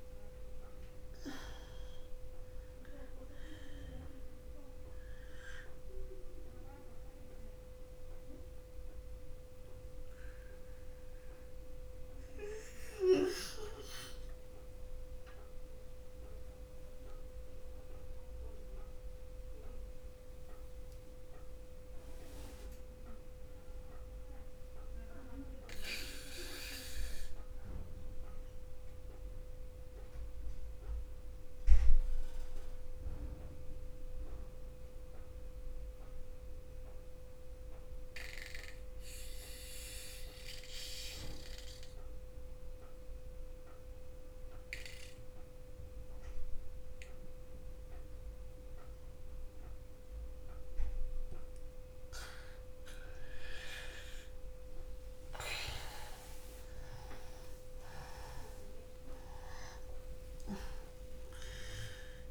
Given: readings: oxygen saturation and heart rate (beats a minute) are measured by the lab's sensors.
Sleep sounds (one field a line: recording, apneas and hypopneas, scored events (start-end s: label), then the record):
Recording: breathing in sleep by a room microphone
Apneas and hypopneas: 1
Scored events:
0.00-20.50 s: oxygen desaturation (device-marked, oxygen 86% lowest, heart rate 61 extreme)
12.50-17.00 s: arousal
19.00-56.00 s: mixed apnea (oxygen 95% before, 86% lowest, heart rate 66 before, 61 extreme, up 9 after)
51.50-62.31 s: oxygen desaturation (device-marked, oxygen 97% before, 92% lowest, heart rate 62 before, 62 extreme)
57.00-61.50 s: arousal
From the record:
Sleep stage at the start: N1 (lightest sleep)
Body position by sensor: on the back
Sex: male